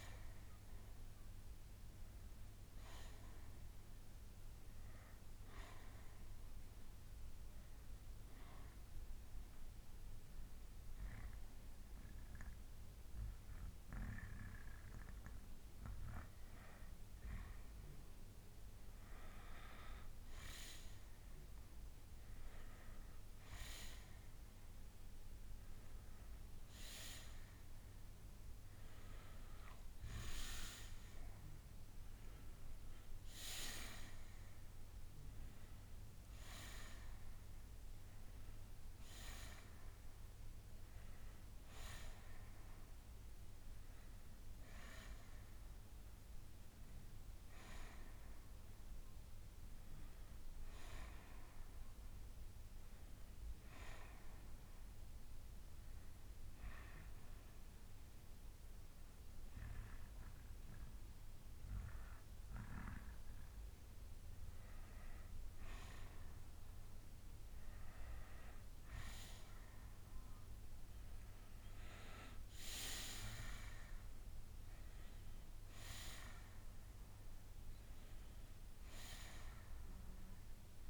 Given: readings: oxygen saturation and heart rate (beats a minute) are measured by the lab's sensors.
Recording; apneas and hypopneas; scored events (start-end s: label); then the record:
breathing in sleep by a room microphone; 2
0.00-1.50 s: oxygen desaturation (device-marked, oxygen 88% lowest, heart rate 53 extreme)
6.50-17.50 s: obstructive apnea (oxygen 93% before, 90% lowest, heart rate 63 before, 63 extreme, up 5 after)
21.00-25.50 s: arousal
24.50-38.50 s: oxygen desaturation (device-marked, oxygen 94% before, 90% lowest, heart rate 70 before, 59 extreme)
47.00-51.00 s: arousal
54.00-66.00 s: hypopnea (oxygen 94% before, 89% lowest, heart rate 69 before, 59 extreme, up 14 after)
55.50-59.50 s: bradycardia (device-marked, heart rate 71 before, 59 extreme)
69.50-74.00 s: arousal
72.50-80.90 s: oxygen desaturation (device-marked, oxygen 93% before, 90% lowest, heart rate 67 before, 67 extreme)
From the record:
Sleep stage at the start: N2 (light sleep); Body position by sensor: on the back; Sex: male